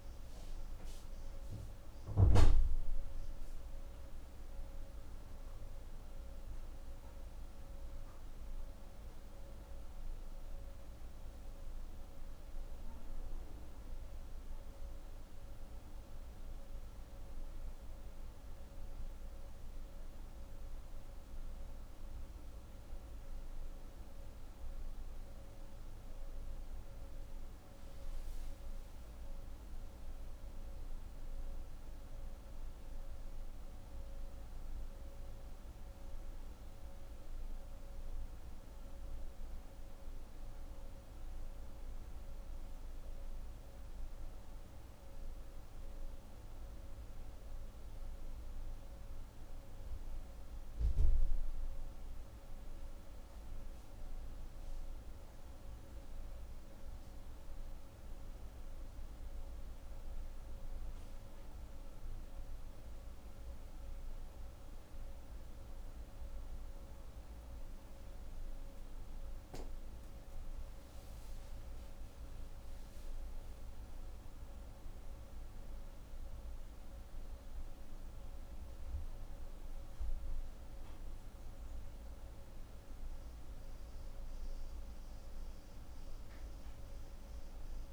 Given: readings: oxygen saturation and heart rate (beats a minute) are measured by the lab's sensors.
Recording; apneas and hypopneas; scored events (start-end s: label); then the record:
a person awake in a sleep study, hard to hear, by a room microphone; none
none scored
From the record:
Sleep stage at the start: awake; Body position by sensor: on the right side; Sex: female